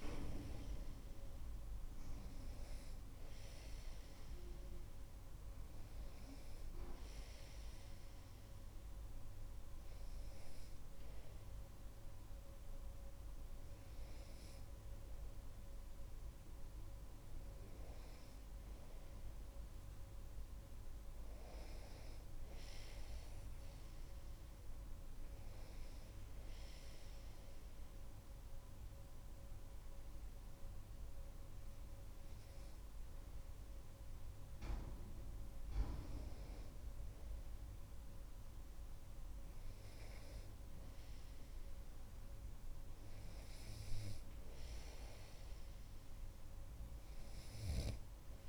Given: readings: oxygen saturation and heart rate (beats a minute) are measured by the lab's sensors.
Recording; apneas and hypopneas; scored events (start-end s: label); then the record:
breathing in sleep by a room microphone; none
none scored
From the record:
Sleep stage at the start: N2 (light sleep); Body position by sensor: on the right side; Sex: male